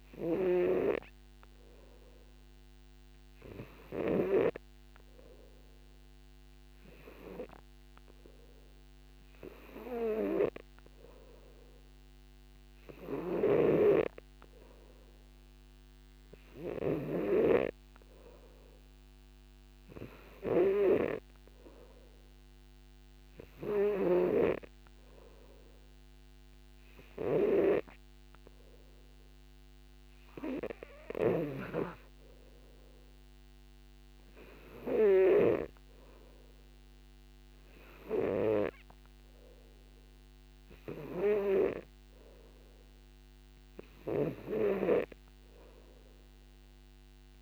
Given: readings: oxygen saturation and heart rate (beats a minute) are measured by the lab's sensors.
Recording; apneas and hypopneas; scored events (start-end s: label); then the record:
breathing in sleep by a microphone on the trachea; none
13.50-18.00 s: snoring (device-marked)
16.00-27.00 s: oxygen desaturation (device-marked, oxygen 94% before, 91% lowest, heart rate 62 before, 59 extreme)
31.50-36.00 s: snoring (device-marked)
From the record:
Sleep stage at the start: N3 (deep sleep); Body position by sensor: on the back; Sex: male